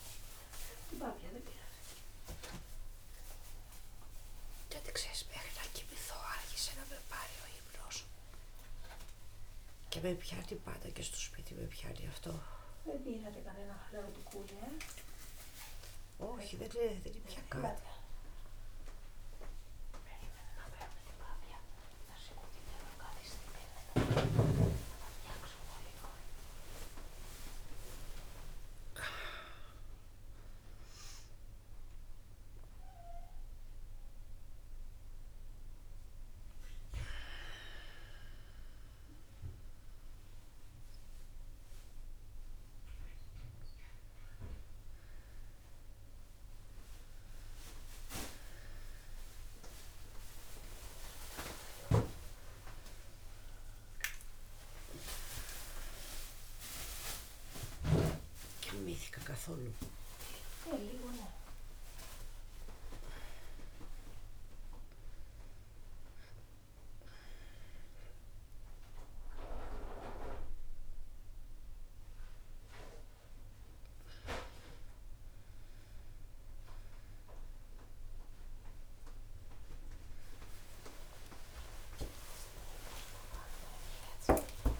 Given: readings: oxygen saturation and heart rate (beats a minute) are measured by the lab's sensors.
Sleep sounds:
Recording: a person awake in a sleep study, by a room microphone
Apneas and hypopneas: none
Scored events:
52.50-69.50 s: oxygen desaturation (device-marked, oxygen 100% before, 95% lowest, heart rate 80 before, 74 extreme)
From the record:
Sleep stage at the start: awake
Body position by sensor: on the back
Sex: female

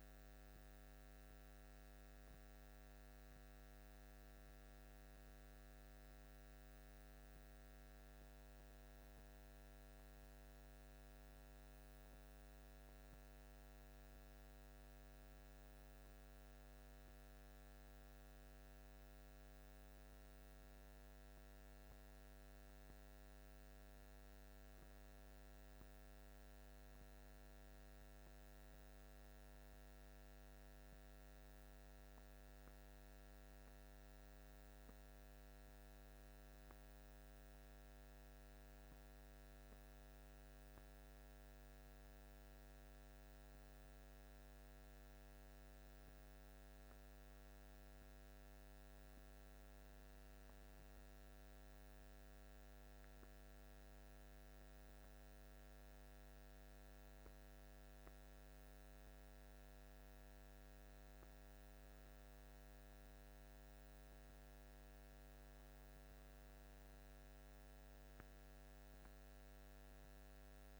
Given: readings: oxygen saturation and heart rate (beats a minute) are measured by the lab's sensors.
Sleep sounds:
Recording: a person awake in a sleep study, hard to hear, by a microphone on the trachea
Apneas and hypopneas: none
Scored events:
none scored
From the record:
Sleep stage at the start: awake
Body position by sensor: on the back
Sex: male

